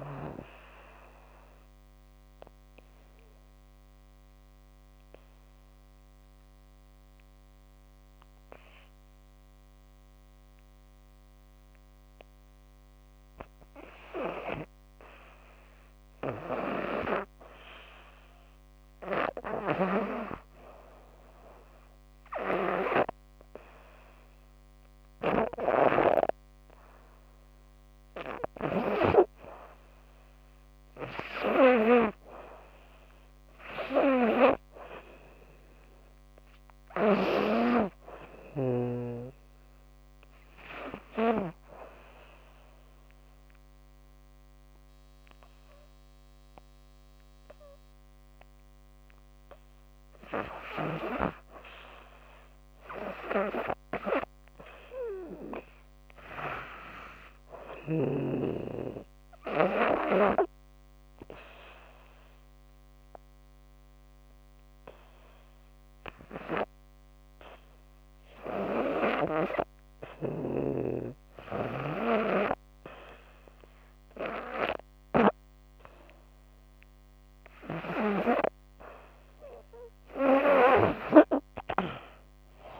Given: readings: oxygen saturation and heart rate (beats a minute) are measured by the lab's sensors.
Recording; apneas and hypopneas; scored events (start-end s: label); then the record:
breathing in sleep by a microphone on the trachea; 3
0.50-13.00 s: obstructive apnea (oxygen 99% before, 92% lowest, heart rate 82 before, 64 extreme, up 4 after)
6.00-22.00 s: oxygen desaturation (device-marked, oxygen 99% before, 95% lowest, heart rate 80 before, 64 extreme)
19.00-23.00 s: arousal
21.50-28.00 s: snoring (device-marked)
34.00-64.00 s: oxygen desaturation (device-marked, oxygen 99% before, 92% lowest, heart rate 75 before, 73 extreme)
37.50-49.50 s: obstructive apnea (oxygen 99% before, 89% lowest, heart rate 78 before, 73 extreme, up 3 after)
51.50-55.00 s: arousal
63.00-78.00 s: hypopnea (oxygen 97% before, 89% lowest, heart rate 80 before, 77 extreme, up 15 after)
69.50-80.50 s: snoring (device-marked)
From the record:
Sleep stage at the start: N2 (light sleep); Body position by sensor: on the back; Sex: female